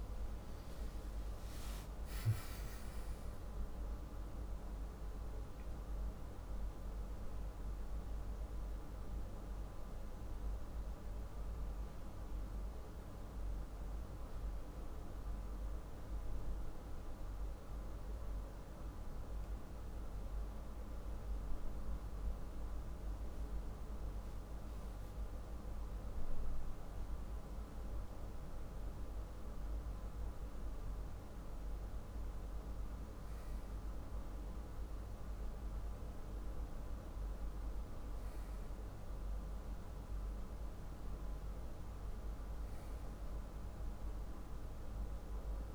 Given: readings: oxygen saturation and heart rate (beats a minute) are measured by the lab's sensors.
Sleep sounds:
breathing in sleep, hard to hear, by a room microphone; 1
0.00-3.00 s: arousal
5.00-25.50 s: central apnea (oxygen 97% before, 95% lowest, heart rate 50 before, 42 extreme, up 5 after)
26.50-30.00 s: arousal
From the record:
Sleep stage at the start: N2 (light sleep); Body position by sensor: on the back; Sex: male

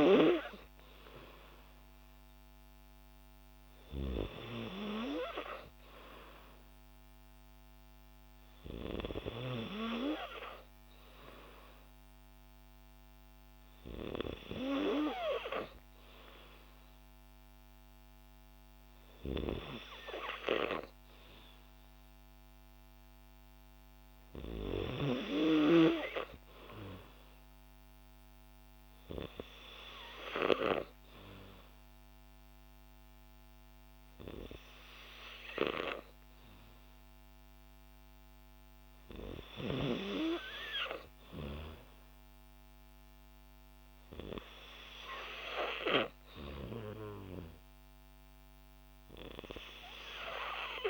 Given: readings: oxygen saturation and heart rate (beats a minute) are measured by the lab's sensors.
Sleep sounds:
breathing in sleep by a microphone on the trachea; none
none scored
From the record:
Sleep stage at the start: N2 (light sleep); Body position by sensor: on the back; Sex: female

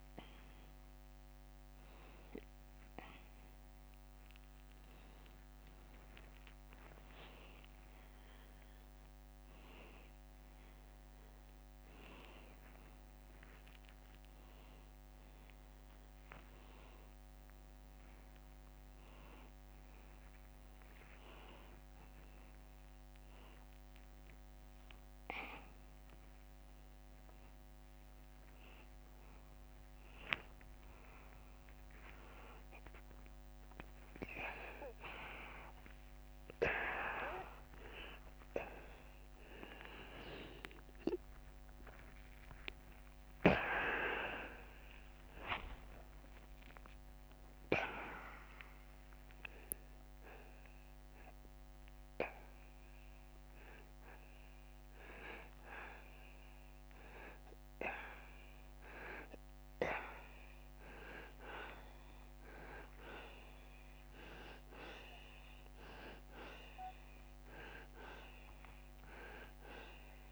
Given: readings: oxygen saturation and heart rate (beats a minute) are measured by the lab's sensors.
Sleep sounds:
a person awake in a sleep study, by a microphone on the trachea; none
6.50-14.50 s: drop in pulse transit time (device-marked, heart rate 94 before, 93 extreme)
21.00-23.00 s: long interval between heartbeats (device-marked, heart rate 93 before, 113 extreme)
27.00-29.00 s: long interval between heartbeats (device-marked, heart rate 102 before, 115 extreme)
29.50-31.50 s: long interval between heartbeats (device-marked, heart rate 105 before, 120 extreme)
31.50-33.50 s: long interval between heartbeats (device-marked, heart rate 108 before, 134 extreme)
34.00-36.00 s: long interval between heartbeats (device-marked, heart rate 112 before, 147 extreme)
44.50-46.50 s: long interval between heartbeats (device-marked, heart rate 127 before, 112 extreme)
49.50-51.50 s: long interval between heartbeats (device-marked, heart rate 128 before, 132 extreme)
52.50-54.50 s: long interval between heartbeats (device-marked, heart rate 130 before, 149 extreme)
56.00-58.00 s: long interval between heartbeats (device-marked, heart rate 130 before, 126 extreme)
63.50-65.50 s: long interval between heartbeats (device-marked, heart rate 124 before, 120 extreme)
From the record:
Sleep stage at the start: awake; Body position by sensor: on the back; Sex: male

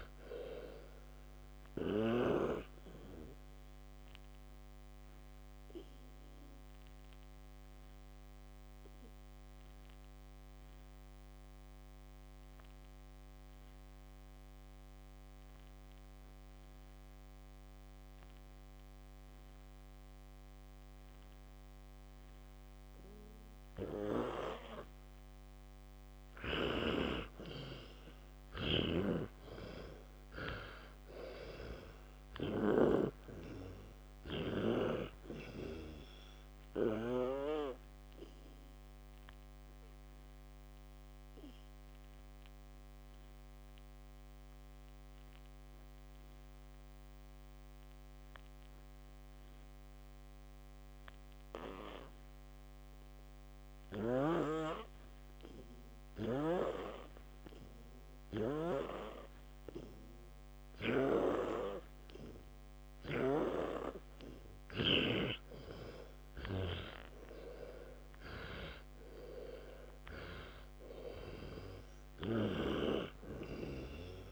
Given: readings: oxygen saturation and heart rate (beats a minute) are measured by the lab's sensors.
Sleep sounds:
breathing in sleep by a microphone on the trachea; 2
5.50-17.50 s: oxygen desaturation (device-marked, oxygen 98% before, 95% lowest, heart rate 73 before, 57 extreme)
7.50-23.50 s: obstructive apnea (oxygen 99% before, 94% lowest, heart rate 73 before, 57 extreme, up 40 after)
26.50-32.50 s: snoring (device-marked)
28.50-32.50 s: arousal
36.50-46.50 s: oxygen desaturation (device-marked, oxygen 99% before, 95% lowest, heart rate 80 before, 58 extreme)
40.00-54.50 s: obstructive apnea (oxygen 99% before, 93% lowest, heart rate 82 before, 58 extreme, up 0 after)
54.00-58.50 s: snoring (device-marked)
57.00-60.00 s: arousal
71.50-74.32 s: oxygen desaturation (device-marked, oxygen 99% before, 95% lowest, heart rate 72 before, 57 extreme)
From the record:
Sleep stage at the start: N2 (light sleep); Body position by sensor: on the back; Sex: male

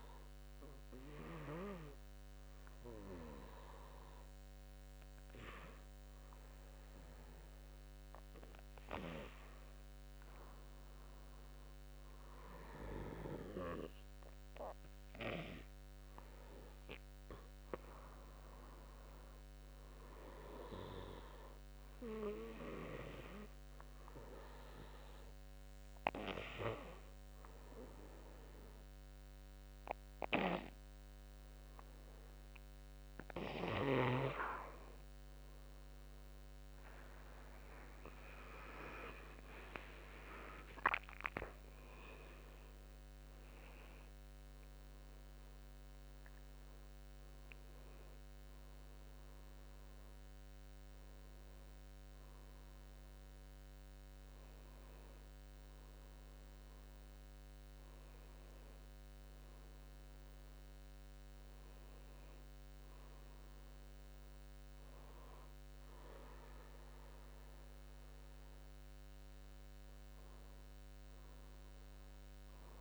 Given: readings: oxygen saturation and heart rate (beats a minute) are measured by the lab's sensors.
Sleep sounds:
breathing in sleep by a microphone on the trachea; 2
0.50-11.50 s: obstructive apnea (oxygen 95% before, 88% lowest, heart rate 65 before, 62 extreme, up 6 after)
14.00-16.50 s: arousal
16.00-23.00 s: oxygen desaturation (device-marked, oxygen 95% before, 90% lowest, heart rate 62 before, 62 extreme)
22.00-32.50 s: hypopnea (oxygen 95% before, 88% lowest, heart rate 64 before, 54 extreme, up 19 after)
36.50-40.00 s: arousal
37.00-65.00 s: oxygen desaturation (device-marked, oxygen 93% before, 88% lowest, heart rate 64 before, 54 extreme)
41.00-52.00 s: drop in pulse transit time (device-marked, heart rate 66 before, 54 extreme)
67.00-70.00 s: arousal
From the record:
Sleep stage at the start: N2 (light sleep); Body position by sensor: on the back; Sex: male

